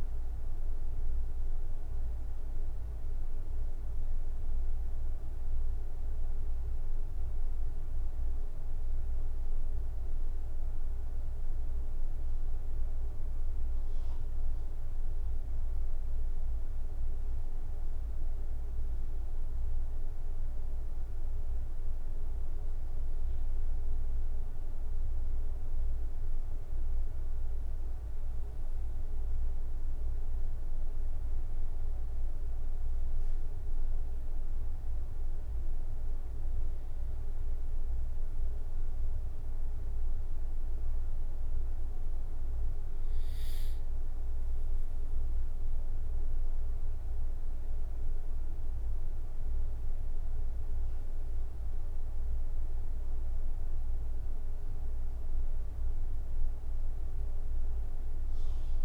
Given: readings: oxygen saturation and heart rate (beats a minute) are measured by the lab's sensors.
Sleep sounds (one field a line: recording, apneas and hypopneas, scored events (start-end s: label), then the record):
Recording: breathing in sleep, hard to hear, by a room microphone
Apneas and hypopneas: none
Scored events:
27.50-32.00 s: arousal
From the record:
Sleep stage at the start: N2 (light sleep)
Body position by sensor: on the right side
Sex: male